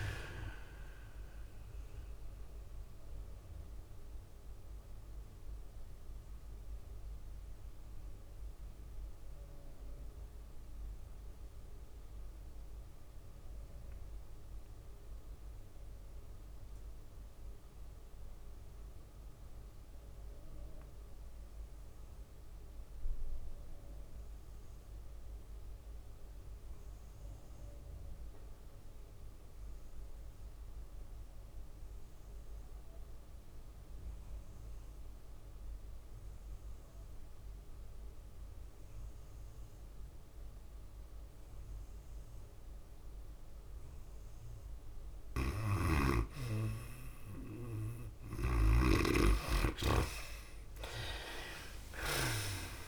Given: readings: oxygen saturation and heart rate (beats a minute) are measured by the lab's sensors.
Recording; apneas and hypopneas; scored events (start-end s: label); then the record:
breathing in sleep by a room microphone; 1
0.00-10.00 s: drop in pulse transit time (device-marked, heart rate 107 extreme)
0.00-13.00 s: oxygen desaturation (device-marked, oxygen 59% lowest, heart rate 88 extreme)
0.00-36.00 s: tachycardia (device-marked, heart rate 116 extreme)
2.00-45.00 s: mixed apnea (oxygen 86% before, 56% lowest, heart rate 99 before, 79 extreme)
15.00-52.88 s: oxygen desaturation (device-marked, oxygen 99% before, 56% lowest, heart rate 112 before, 79 extreme)
46.00-49.50 s: snoring (device-marked)
48.50-52.00 s: arousal
51.00-52.88 s: tachycardia (device-marked, heart rate 106 before, 117 extreme)
From the record:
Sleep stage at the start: N2 (light sleep); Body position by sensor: on the back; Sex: female